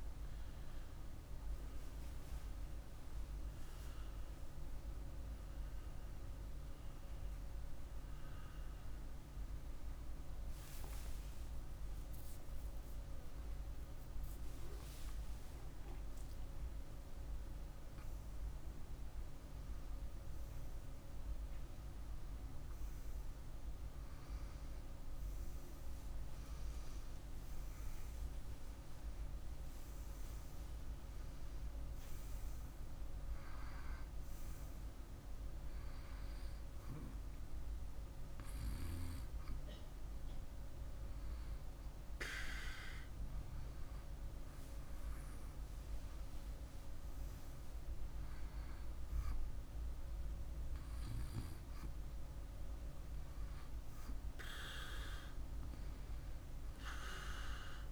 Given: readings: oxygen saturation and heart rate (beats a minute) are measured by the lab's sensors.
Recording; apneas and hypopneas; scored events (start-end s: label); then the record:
breathing in sleep by a room microphone; none
12.00-57.92 s: new sleep stage, N2 (light sleep)
13.00-17.50 s: arousal
From the record:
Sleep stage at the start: N1 (lightest sleep); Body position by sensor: on the back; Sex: male